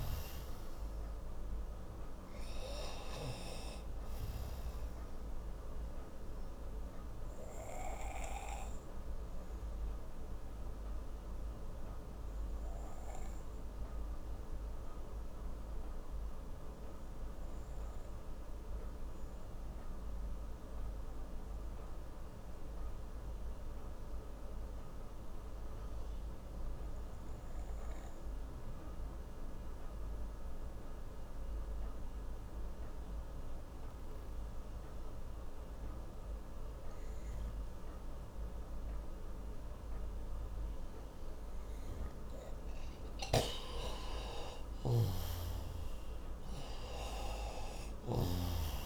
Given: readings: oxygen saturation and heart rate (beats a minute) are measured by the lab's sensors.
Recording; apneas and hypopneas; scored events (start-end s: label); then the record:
breathing in sleep by a room microphone; 1
0.00-27.50 s: oxygen desaturation (device-marked, oxygen 90% lowest)
6.50-41.00 s: obstructive apnea (oxygen 98% before, 88% lowest)
43.50-48.86 s: oxygen desaturation (device-marked, oxygen 98% before, 88% lowest)
44.50-48.50 s: arousal
From the record:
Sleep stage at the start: N2 (light sleep); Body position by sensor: on the right side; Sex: male